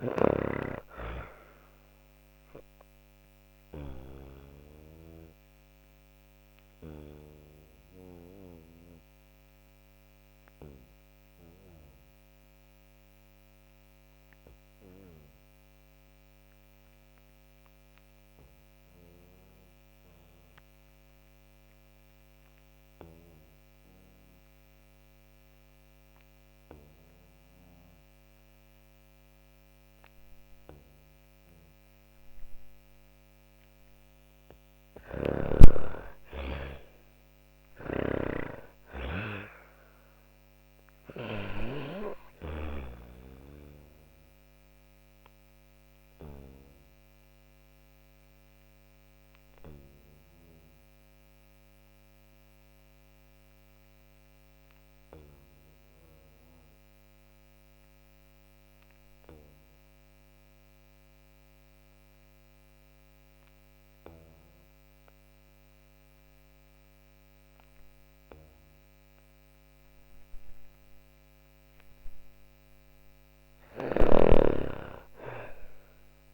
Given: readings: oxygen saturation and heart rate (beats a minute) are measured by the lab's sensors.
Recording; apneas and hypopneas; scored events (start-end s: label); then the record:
breathing in sleep by a microphone on the trachea; 2
0.00-23.00 s: oxygen desaturation (device-marked, oxygen 86% lowest)
2.50-31.00 s: obstructive apnea (oxygen 98% before, 82% lowest, heart rate 40 before, 27 extreme, up 24 after)
28.00-54.00 s: oxygen desaturation (device-marked, oxygen 98% before, 82% lowest, heart rate 47 before, 27 extreme)
34.00-37.00 s: arousal
36.00-40.50 s: snoring (device-marked)
44.00-71.50 s: obstructive apnea (oxygen 98% before, 82% lowest)
71.00-76.34 s: oxygen desaturation (device-marked, oxygen 98% before, 86% lowest)
72.00-76.34 s: snoring (device-marked)
73.50-76.34 s: arousal
From the record:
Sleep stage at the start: N2 (light sleep); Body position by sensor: on the back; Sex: female